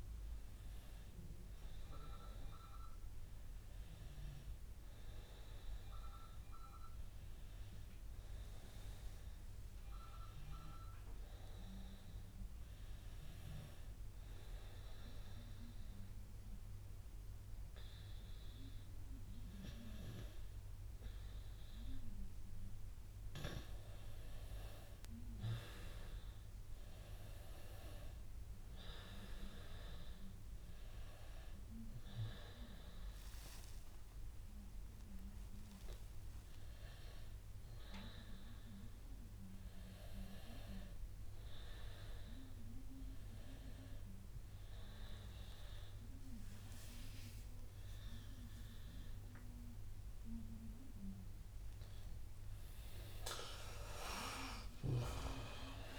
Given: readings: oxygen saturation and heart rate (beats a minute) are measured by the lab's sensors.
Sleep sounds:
breathing in sleep by a room microphone; 1
14.00-25.00 s: obstructive apnea (oxygen 96% before, 92% lowest, heart rate 96 before, 88 extreme, up 7 after)
28.50-32.00 s: arousal
29.50-45.50 s: oxygen desaturation (device-marked, oxygen 95% before, 92% lowest, heart rate 92 before, 93 extreme)
53.00-55.99 s: arousal
From the record:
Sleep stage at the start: N1 (lightest sleep); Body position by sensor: on the back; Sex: male

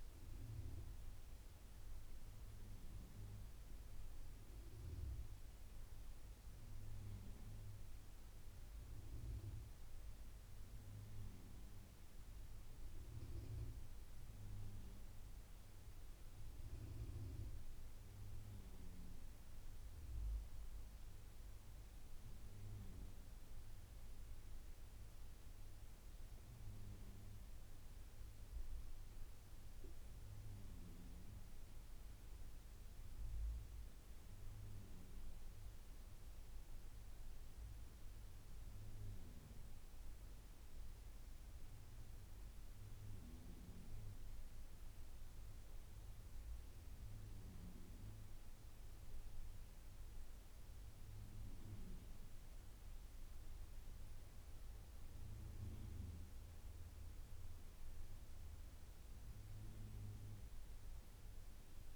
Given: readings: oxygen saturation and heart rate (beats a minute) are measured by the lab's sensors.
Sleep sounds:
breathing in sleep, hard to hear, by a room microphone; 1
33.50-38.00 s: arousal
44.00-56.00 s: obstructive apnea (oxygen 94% before, 90% lowest, heart rate 88 before, 80 extreme, up 9 after)
58.00-61.96 s: arousal
From the record:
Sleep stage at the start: N2 (light sleep); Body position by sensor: on the back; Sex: male

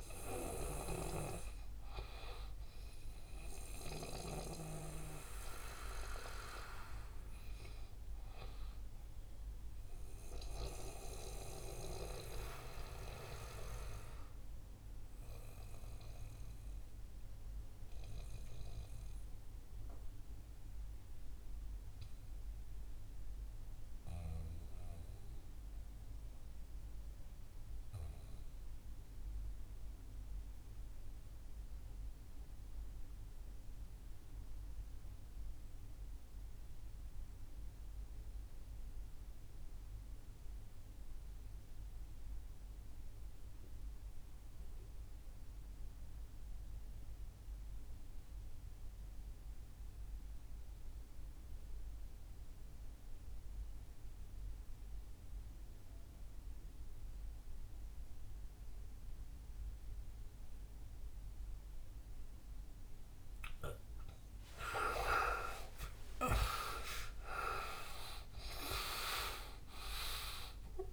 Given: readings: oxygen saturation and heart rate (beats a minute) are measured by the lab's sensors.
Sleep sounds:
breathing in sleep by a room microphone; 1
0.00-20.00 s: oxygen desaturation (device-marked, oxygen 79% lowest, heart rate 53 extreme)
0.50-4.00 s: snoring (device-marked)
10.00-64.00 s: mixed apnea (oxygen 92% before, 77% lowest, heart rate 75 before, 55 extreme, up 25 after)
14.00-70.93 s: new sleep stage, REM sleep
38.00-70.93 s: oxygen desaturation (device-marked, oxygen 98% before, 77% lowest, heart rate 70 before, 55 extreme)
65.50-69.00 s: arousal
From the record:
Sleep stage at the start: N2 (light sleep); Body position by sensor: on the back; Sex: male

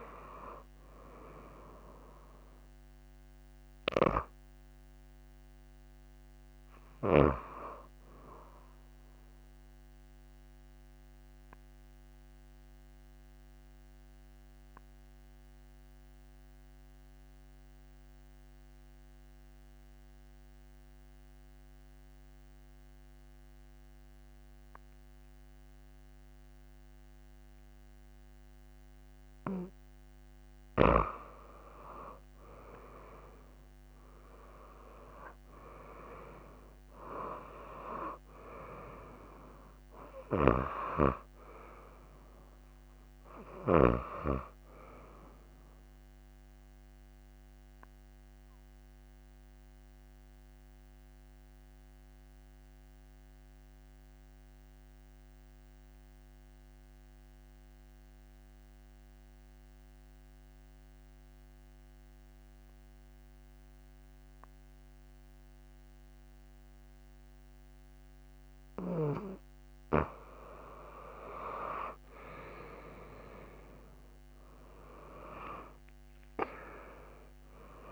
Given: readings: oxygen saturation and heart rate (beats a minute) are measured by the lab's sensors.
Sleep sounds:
breathing in sleep by a microphone on the trachea; 2
0.00-16.00 s: oxygen desaturation (device-marked, oxygen 88% lowest)
10.50-29.00 s: obstructive apnea (oxygen 97% before, 88% lowest)
31.00-34.50 s: arousal
32.00-58.00 s: oxygen desaturation (device-marked, oxygen 97% before, 88% lowest)
47.00-69.00 s: obstructive apnea (oxygen 98% before, 88% lowest)
71.00-77.91 s: oxygen desaturation (device-marked, oxygen 98% before, 88% lowest)
75.00-77.91 s: new sleep stage, awake
From the record:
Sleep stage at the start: N2 (light sleep); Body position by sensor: on the back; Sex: female

